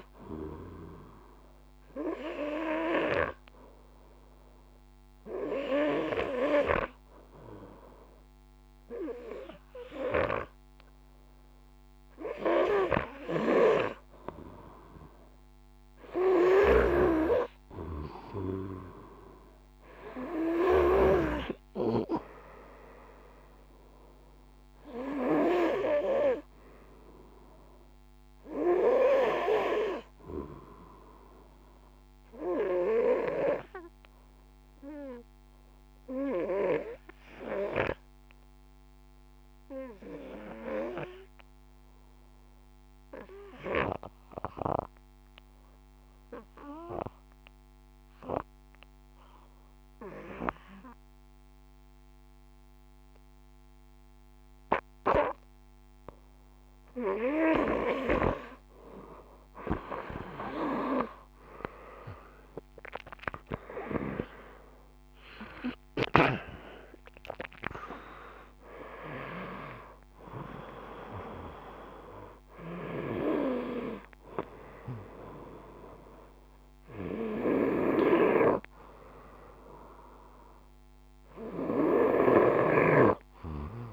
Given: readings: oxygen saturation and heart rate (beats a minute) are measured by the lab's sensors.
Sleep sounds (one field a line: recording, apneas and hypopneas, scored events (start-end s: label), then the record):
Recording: breathing in sleep by a microphone on the trachea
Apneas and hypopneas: 2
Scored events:
0.00-14.50 s: oxygen desaturation (device-marked, oxygen 90% lowest, heart rate 52 extreme)
0.50-12.50 s: hypopnea (oxygen 96% before, 90% lowest, heart rate 51 before, 52 extreme, up 4 after)
15.50-20.00 s: snoring (device-marked)
16.50-20.50 s: arousal
32.00-57.00 s: obstructive apnea (oxygen 94% before, 90% lowest, heart rate 55 before, 50 extreme, up 9 after)
59.50-83.93 s: new sleep stage, N2 (light sleep)
60.00-65.50 s: arousal
64.50-83.93 s: oxygen desaturation (device-marked, oxygen 97% before, 90% lowest, heart rate 51 before, 53 extreme)
77.00-83.93 s: snoring (device-marked)
From the record:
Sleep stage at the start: REM sleep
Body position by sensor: on the front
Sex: male